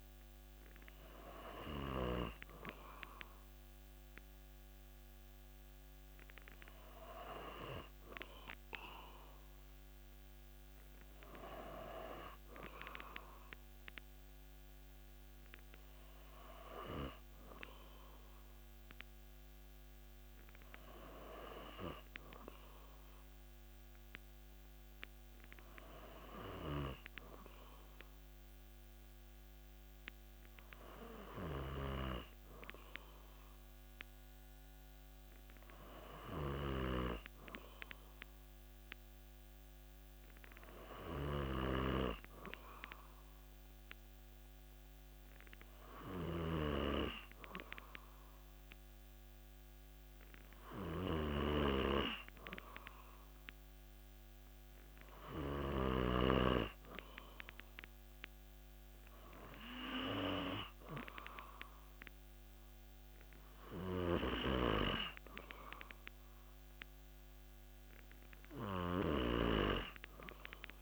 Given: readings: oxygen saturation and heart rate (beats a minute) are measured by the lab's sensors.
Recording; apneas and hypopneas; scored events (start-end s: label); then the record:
breathing in sleep by a microphone on the trachea; none
none scored
From the record:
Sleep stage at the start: N2 (light sleep); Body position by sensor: on the back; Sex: male